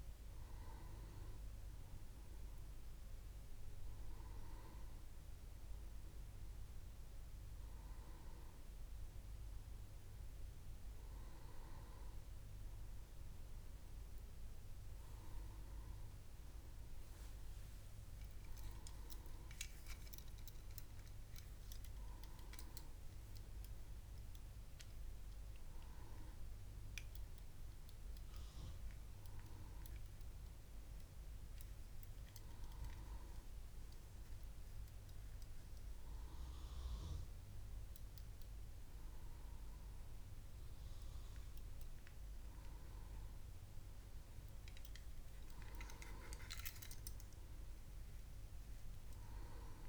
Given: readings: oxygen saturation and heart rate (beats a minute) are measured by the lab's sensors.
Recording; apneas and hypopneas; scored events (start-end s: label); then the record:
breathing in sleep, hard to hear, by a room microphone; none
none scored
From the record:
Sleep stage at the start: N2 (light sleep); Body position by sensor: on the back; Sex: male